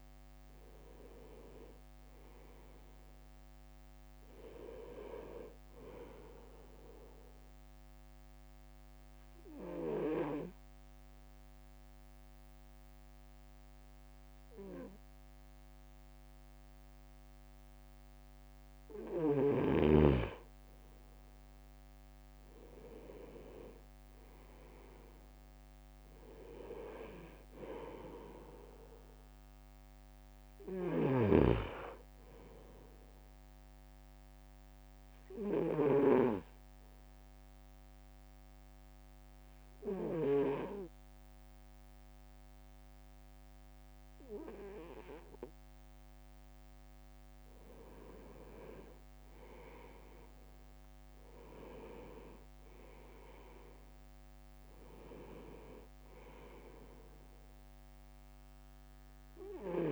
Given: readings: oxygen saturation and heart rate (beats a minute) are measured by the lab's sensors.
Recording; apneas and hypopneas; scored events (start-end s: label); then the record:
breathing in sleep by a microphone on the trachea; 2
0.00-2.00 s: leg movement (device-marked)
1.50-5.00 s: arousal
3.00-12.00 s: drop in pulse transit time (device-marked, heart rate 55 before, 51 extreme)
8.50-19.50 s: obstructive apnea (oxygen 99% before, 97% lowest, heart rate 56 before, 51 extreme, up 9 after)
21.50-25.00 s: arousal
22.50-25.50 s: leg movement (device-marked)
24.00-34.00 s: drop in pulse transit time (device-marked, heart rate 54 before, 52 extreme)
35.00-47.50 s: obstructive apnea (oxygen 98% before, 96% lowest, heart rate 55 before, 51 extreme, up 6 after)
48.50-52.50 s: leg movement (device-marked)
50.00-54.00 s: arousal
50.00-59.92 s: drop in pulse transit time (device-marked, heart rate 54 before, 54 extreme)
From the record:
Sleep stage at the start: N2 (light sleep); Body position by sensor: on the right side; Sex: male